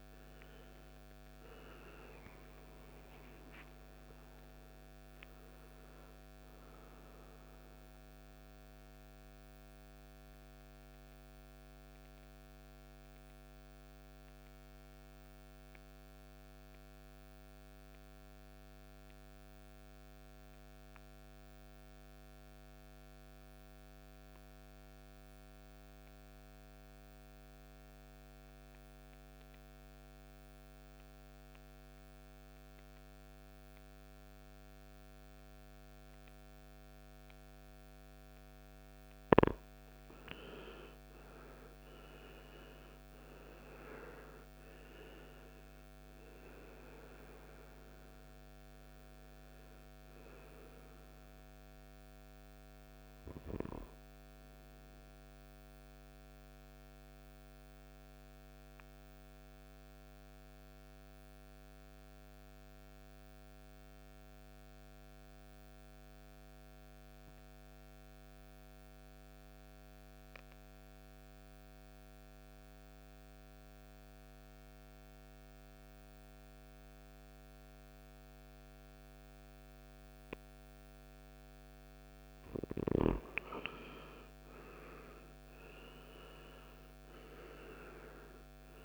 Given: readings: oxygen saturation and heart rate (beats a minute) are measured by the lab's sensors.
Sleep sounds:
breathing in sleep by a microphone on the trachea; 2
0.00-2.00 s: arousal
0.00-21.50 s: oxygen desaturation (device-marked, oxygen 85% lowest, heart rate 51 extreme)
7.50-37.50 s: mixed apnea (oxygen 99% before, 85% lowest, heart rate 67 before, 51 extreme, up 20 after)
38.50-66.50 s: oxygen desaturation (device-marked, oxygen 99% before, 87% lowest, heart rate 52 before, 52 extreme)
39.00-43.00 s: arousal
54.00-81.50 s: mixed apnea (oxygen 100% before, 87% lowest, heart rate 64 before, 52 extreme, up 16 after)
84.00-88.00 s: arousal
84.50-88.85 s: oxygen desaturation (device-marked, oxygen 98% before, 89% lowest, heart rate 57 before, 53 extreme)
From the record:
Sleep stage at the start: N2 (light sleep); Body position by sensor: on the right side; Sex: male

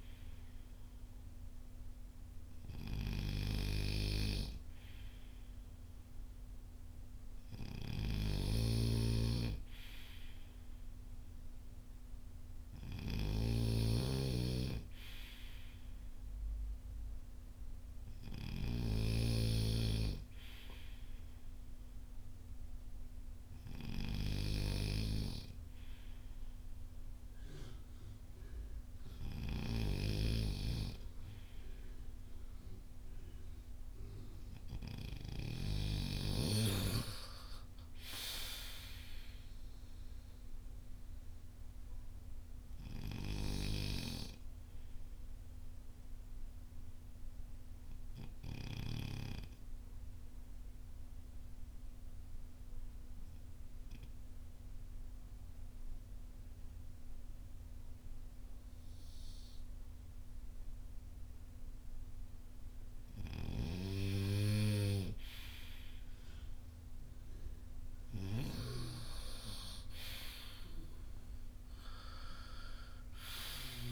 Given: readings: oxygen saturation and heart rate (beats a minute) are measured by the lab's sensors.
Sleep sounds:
breathing in sleep by a room microphone; 1
0.00-18.50 s: snoring (device-marked)
24.50-29.50 s: snoring (device-marked)
50.00-62.50 s: obstructive apnea (oxygen 94% before, 91% lowest, heart rate 54 before, 47 extreme, up 5 after)
68.00-72.00 s: arousal
From the record:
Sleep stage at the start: N2 (light sleep); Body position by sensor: on the front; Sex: male

